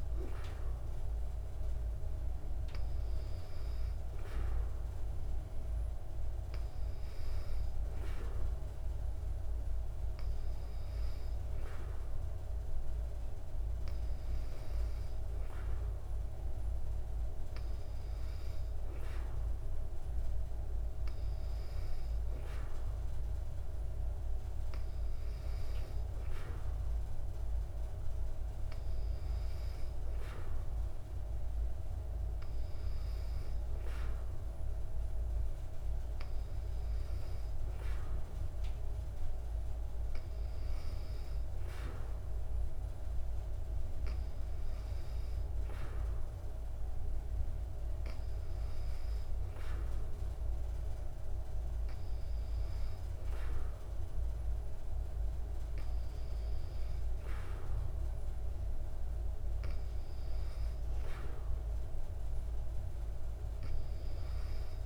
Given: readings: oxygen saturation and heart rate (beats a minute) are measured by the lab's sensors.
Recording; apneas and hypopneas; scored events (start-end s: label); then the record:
breathing in sleep, hard to hear, by a room microphone; none
none scored
From the record:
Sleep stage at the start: N2 (light sleep); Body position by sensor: on the back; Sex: female